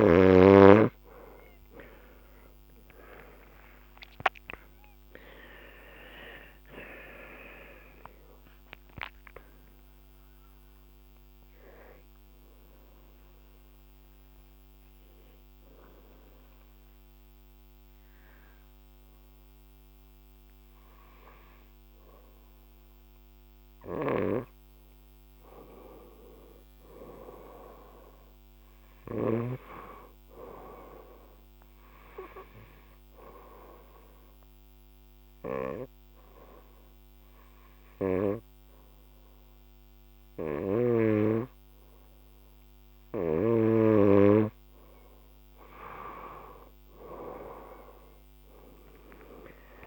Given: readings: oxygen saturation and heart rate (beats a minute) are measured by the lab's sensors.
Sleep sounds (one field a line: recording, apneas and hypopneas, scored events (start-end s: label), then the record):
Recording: breathing in sleep by a microphone on the trachea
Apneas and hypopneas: 2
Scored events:
0.00-7.00 s: oxygen desaturation (device-marked, oxygen 91% lowest, heart rate 67 extreme)
3.50-9.00 s: arousal
15.00-25.00 s: mixed apnea (oxygen 94% before, 91% lowest, heart rate 85 before, 67 extreme, up 7 after)
23.50-29.50 s: snoring (device-marked)
26.50-30.00 s: arousal
32.50-44.00 s: hypopnea (oxygen 98% before, 91% lowest, heart rate 75 before, 73 extreme, up 49 after)
From the record:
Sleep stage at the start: N2 (light sleep)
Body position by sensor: on the right side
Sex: female